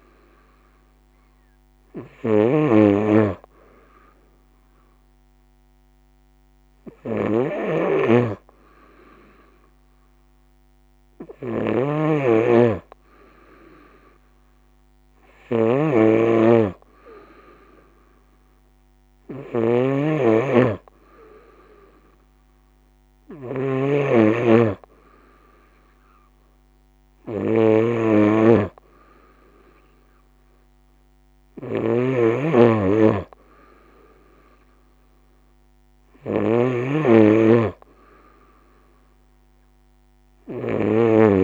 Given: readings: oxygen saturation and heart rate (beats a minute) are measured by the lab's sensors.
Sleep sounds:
breathing in sleep by a microphone on the trachea; none
0.00-41.44 s: snoring (device-marked)
From the record:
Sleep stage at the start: N2 (light sleep); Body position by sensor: on the right side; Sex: female

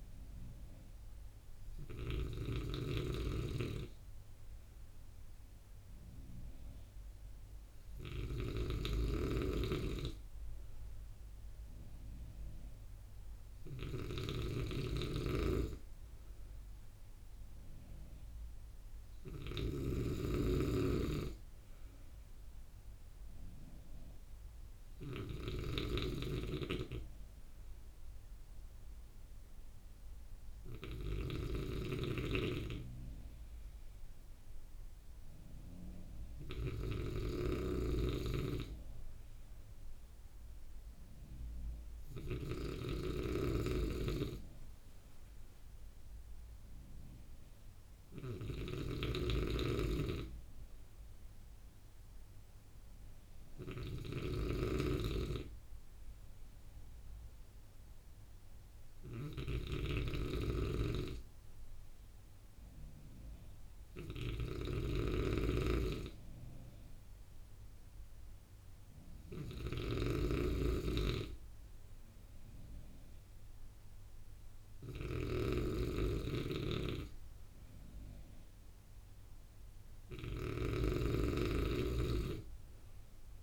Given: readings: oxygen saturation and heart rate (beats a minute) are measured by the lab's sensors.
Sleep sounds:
breathing in sleep by a room microphone; none
0.00-42.50 s: snoring (device-marked)
48.50-83.43 s: snoring (device-marked)
From the record:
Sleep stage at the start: N2 (light sleep); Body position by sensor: on the right side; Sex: male

